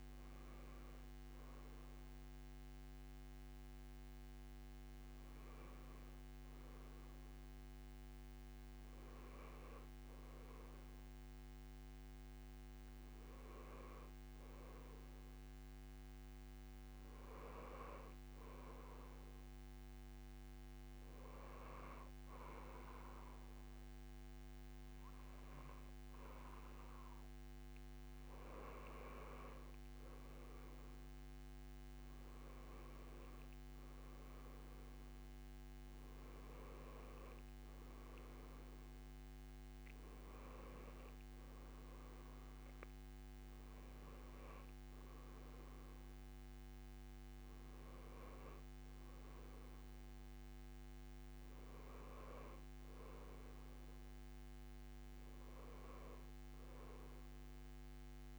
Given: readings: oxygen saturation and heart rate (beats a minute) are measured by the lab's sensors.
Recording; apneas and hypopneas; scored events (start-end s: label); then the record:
breathing in sleep, hard to hear, by a microphone on the trachea; none
none scored
From the record:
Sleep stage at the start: N2 (light sleep); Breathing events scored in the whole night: 282 in 4.2 hours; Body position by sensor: on the back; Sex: female